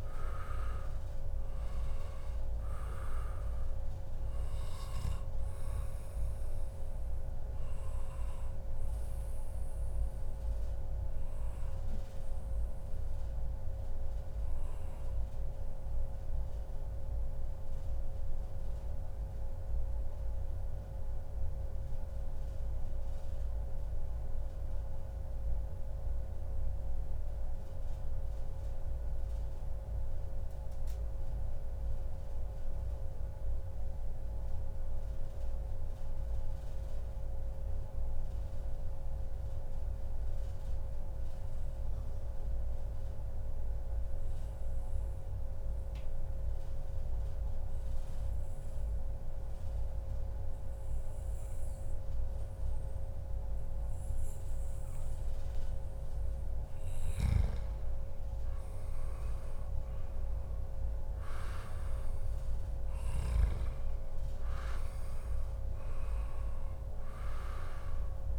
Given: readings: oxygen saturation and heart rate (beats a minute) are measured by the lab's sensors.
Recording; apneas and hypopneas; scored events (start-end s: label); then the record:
breathing in sleep, hard to hear, by a room microphone; 1
0.00-26.00 s: oxygen desaturation (device-marked, oxygen 91% lowest, heart rate 84 extreme)
9.00-55.00 s: obstructive apnea (oxygen 98% before, 91% lowest, heart rate 141 before, 84 extreme, up 3 after)
10.00-12.00 s: long interval between heartbeats (device-marked, heart rate 141 before, 107 extreme)
55.50-57.50 s: long interval between heartbeats (device-marked, heart rate 142 before, 132 extreme)
56.00-68.39 s: oxygen desaturation (device-marked, oxygen 97% before, 93% lowest, heart rate 142 before, 141 extreme)
58.00-63.00 s: arousal
From the record:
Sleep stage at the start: N2 (light sleep); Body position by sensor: on the back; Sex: male